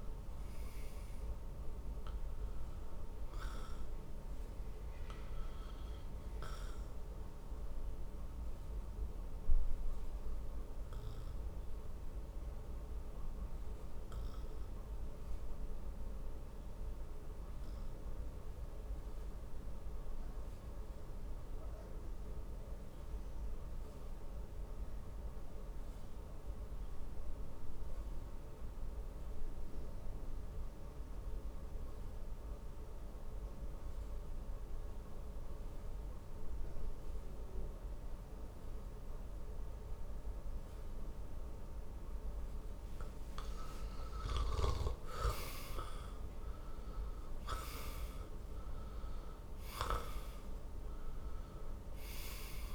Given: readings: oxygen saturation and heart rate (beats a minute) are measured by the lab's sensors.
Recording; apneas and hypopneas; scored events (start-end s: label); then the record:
breathing in sleep, hard to hear, by a room microphone; 1
7.00-42.50 s: obstructive apnea (oxygen 97% before, 86% lowest, heart rate 66 before, 47 extreme, up 15 after)
21.00-31.00 s: oxygen desaturation (device-marked, oxygen 94% before, 89% lowest, heart rate 54 before, 51 extreme)
43.50-48.00 s: arousal
From the record:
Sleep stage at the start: N2 (light sleep); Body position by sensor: on the back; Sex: male